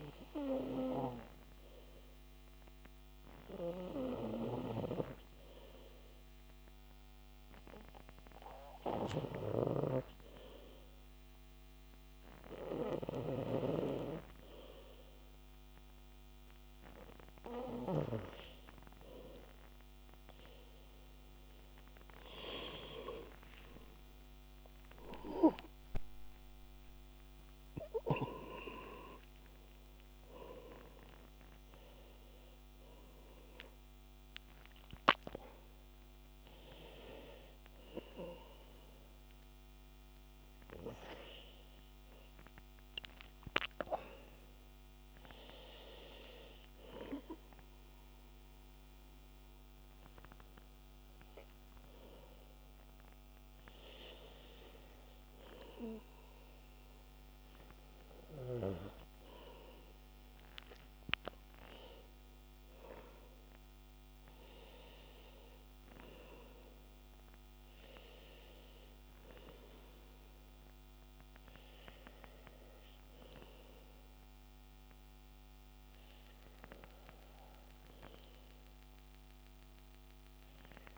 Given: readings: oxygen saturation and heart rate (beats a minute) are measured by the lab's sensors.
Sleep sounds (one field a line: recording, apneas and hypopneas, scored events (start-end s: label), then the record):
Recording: breathing in sleep by a microphone on the trachea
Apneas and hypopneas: none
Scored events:
10.00-80.98 s: new sleep stage, N2 (light sleep)
23.00-29.00 s: arousal
From the record:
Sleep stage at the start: N3 (deep sleep)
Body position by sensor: on the back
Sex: male